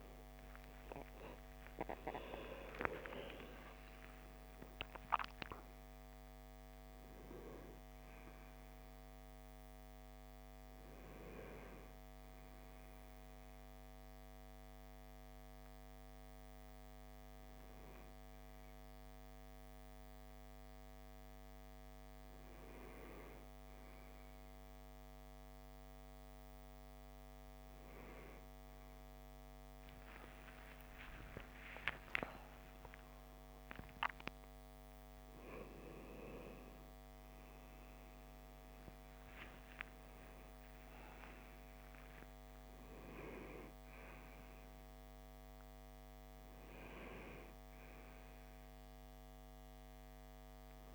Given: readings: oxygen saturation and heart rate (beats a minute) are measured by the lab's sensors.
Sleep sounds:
a person awake in a sleep study, by a microphone on the trachea; none
none scored
From the record:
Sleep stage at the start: awake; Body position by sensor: on the right side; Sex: male

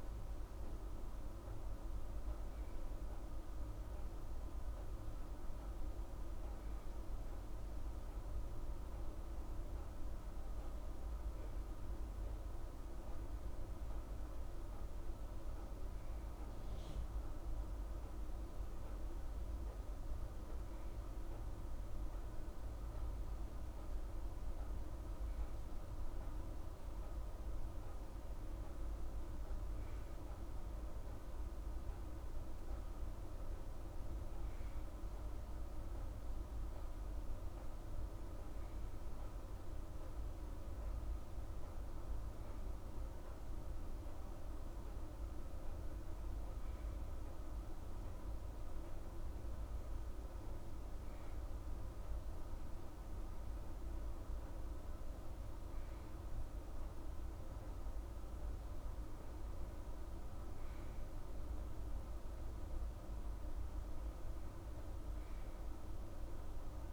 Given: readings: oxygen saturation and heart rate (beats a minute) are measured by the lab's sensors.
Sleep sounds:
breathing in sleep, hard to hear, by a room microphone; none
none scored
From the record:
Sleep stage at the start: N2 (light sleep); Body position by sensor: on the right side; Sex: female

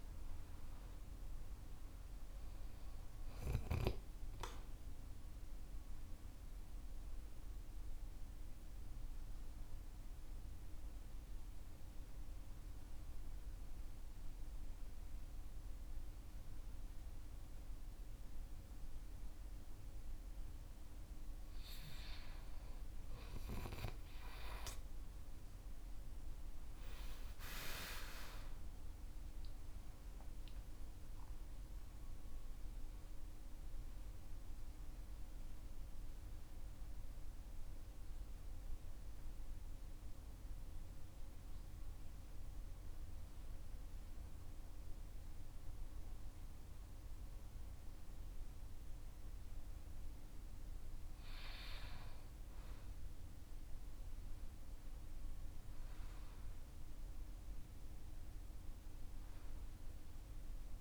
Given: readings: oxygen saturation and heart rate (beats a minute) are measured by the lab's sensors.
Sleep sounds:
breathing in sleep by a room microphone; 2
0.00-1.50 s: arousal
9.00-20.50 s: central apnea (oxygen 97% before, 94% lowest, heart rate 52 before, 47 extreme, up 14 after)
26.00-30.50 s: arousal
36.50-50.50 s: central apnea (oxygen 97% before, 94% lowest, heart rate 58 before, 46 extreme, up 13 after)
56.00-60.81 s: arousal
From the record:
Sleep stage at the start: N2 (light sleep); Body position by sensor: on the right side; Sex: male

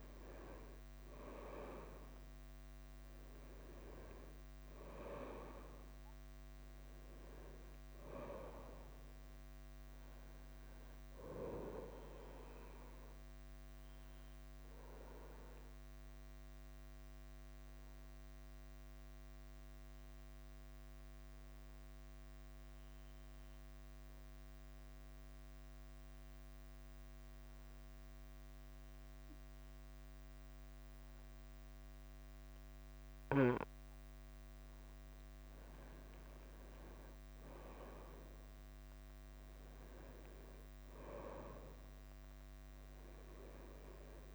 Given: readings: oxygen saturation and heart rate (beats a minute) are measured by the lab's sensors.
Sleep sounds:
breathing in sleep by a microphone on the trachea; 1
0.00-44.35 s: bradycardia (device-marked, heart rate 40 extreme)
1.00-32.00 s: oxygen desaturation (device-marked, oxygen 96% before, 90% lowest, heart rate 50 before, 43 extreme)
14.00-33.50 s: obstructive apnea (oxygen 96% before, 90% lowest, heart rate 51 before, 43 extreme, up 10 after)
33.50-35.50 s: long interval between heartbeats (device-marked, heart rate 49 before, 59 extreme)
35.50-39.50 s: arousal
From the record:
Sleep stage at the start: N2 (light sleep); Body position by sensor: on the front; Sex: male

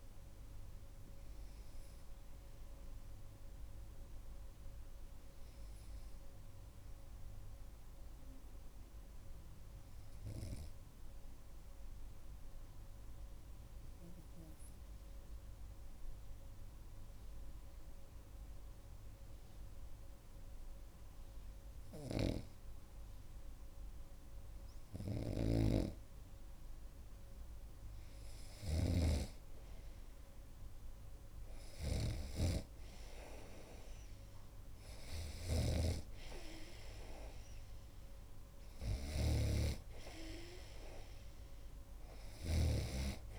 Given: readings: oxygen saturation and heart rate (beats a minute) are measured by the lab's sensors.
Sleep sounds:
breathing in sleep by a room microphone; 1
7.00-25.00 s: obstructive apnea (oxygen 97% before, 94% lowest)
22.00-43.00 s: snoring (device-marked)
28.00-31.50 s: arousal
41.50-43.39 s: oxygen desaturation (device-marked, oxygen 98% before, 94% lowest)
From the record:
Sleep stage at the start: N2 (light sleep); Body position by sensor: on the right side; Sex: male

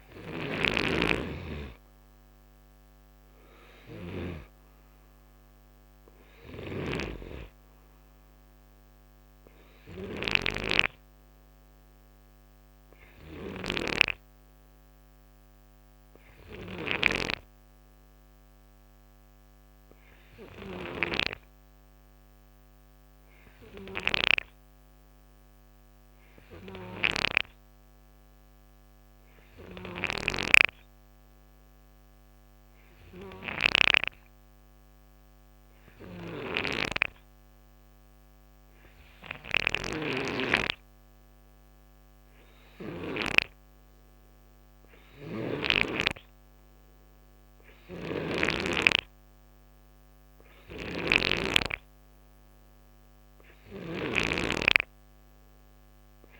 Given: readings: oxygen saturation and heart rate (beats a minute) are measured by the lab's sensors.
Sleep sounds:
breathing in sleep by a microphone on the trachea; none
0.00-4.00 s: snoring (device-marked)
6.00-24.00 s: snoring (device-marked)
6.50-24.50 s: oxygen desaturation (device-marked, oxygen 94% before, 89% lowest, heart rate 65 before, 59 extreme)
26.00-33.50 s: snoring (device-marked)
35.50-43.00 s: snoring (device-marked)
47.50-51.00 s: snoring (device-marked)
53.00-56.40 s: snoring (device-marked)
From the record:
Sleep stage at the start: N2 (light sleep); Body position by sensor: on the right side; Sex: male

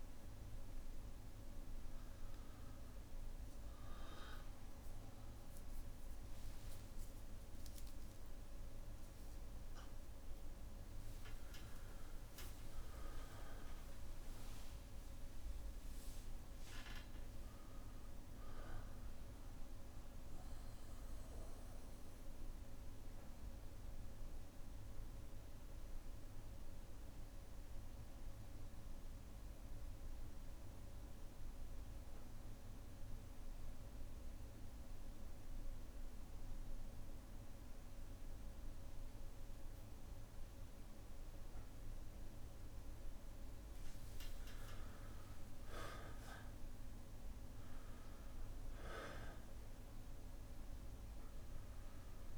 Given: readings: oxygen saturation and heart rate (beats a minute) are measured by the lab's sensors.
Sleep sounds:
a person partly awake in a sleep study, hard to hear, by a room microphone; 1
6.50-36.50 s: new sleep stage, N1 (lightest sleep)
22.50-39.50 s: bradycardia (device-marked, heart rate 61 before, 57 extreme)
23.00-42.50 s: mixed apnea (oxygen 99% before, 95% lowest, heart rate 63 before, 57 extreme, up 5 after)
36.50-52.38 s: new sleep stage, N2 (light sleep)
43.50-52.38 s: oxygen desaturation (device-marked, oxygen 98% before, 95% lowest, heart rate 59 before, 58 extreme)
44.00-47.00 s: arousal
From the record:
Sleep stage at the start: awake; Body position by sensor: on the back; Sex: male

